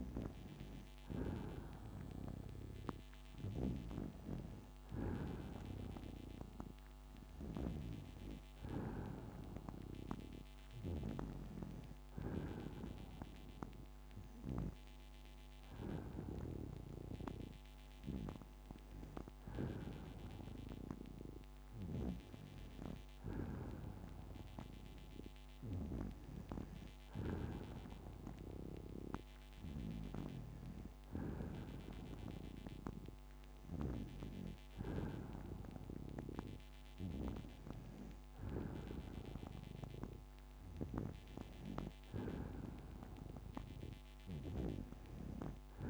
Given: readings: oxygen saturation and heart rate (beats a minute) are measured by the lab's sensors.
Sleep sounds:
breathing in sleep by a microphone on the trachea; none
none scored
From the record:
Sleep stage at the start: N2 (light sleep); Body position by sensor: on the back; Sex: female

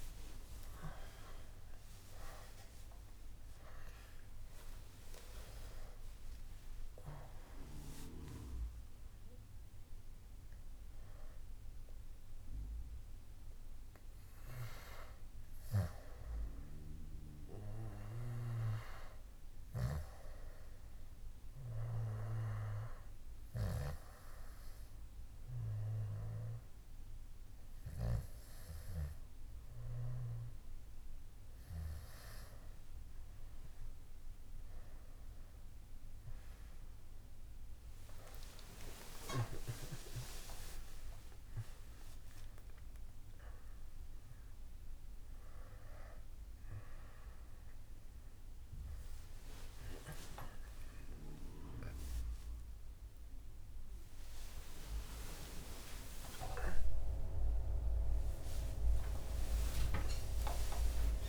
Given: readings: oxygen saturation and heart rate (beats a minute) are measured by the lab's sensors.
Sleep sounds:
a person awake in a sleep study, by a room microphone; none
42.00-54.00 s: oxygen desaturation (device-marked, oxygen 98% before, 95% lowest, heart rate 77 before, 82 extreme)
From the record:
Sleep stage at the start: awake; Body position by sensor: on the back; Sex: male

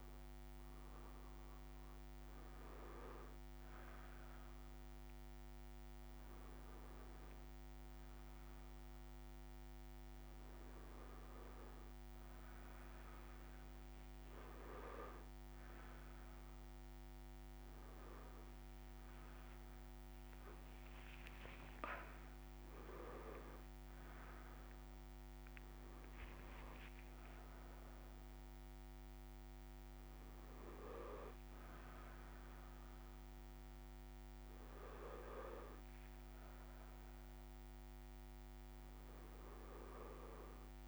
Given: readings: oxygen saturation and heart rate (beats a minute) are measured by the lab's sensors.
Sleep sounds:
breathing in sleep by a microphone on the trachea; none
none scored
From the record:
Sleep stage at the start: N2 (light sleep); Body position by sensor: on the back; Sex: male

